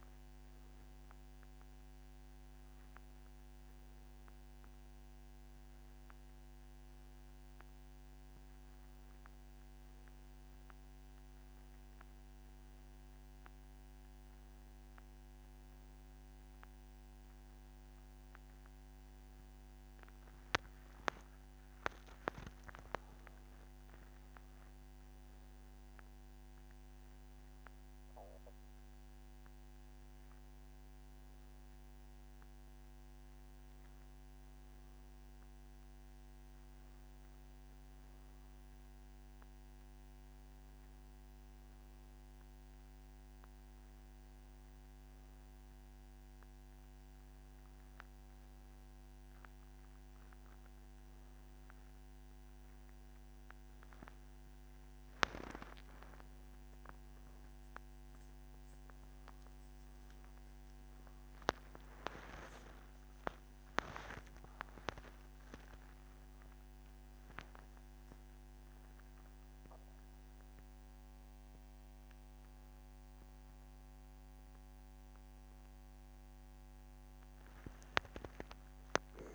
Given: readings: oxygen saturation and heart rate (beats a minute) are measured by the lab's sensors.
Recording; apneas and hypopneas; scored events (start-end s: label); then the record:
breathing in sleep by a microphone on the trachea; none
none scored
From the record:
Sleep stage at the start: N2 (light sleep); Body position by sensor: on the back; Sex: male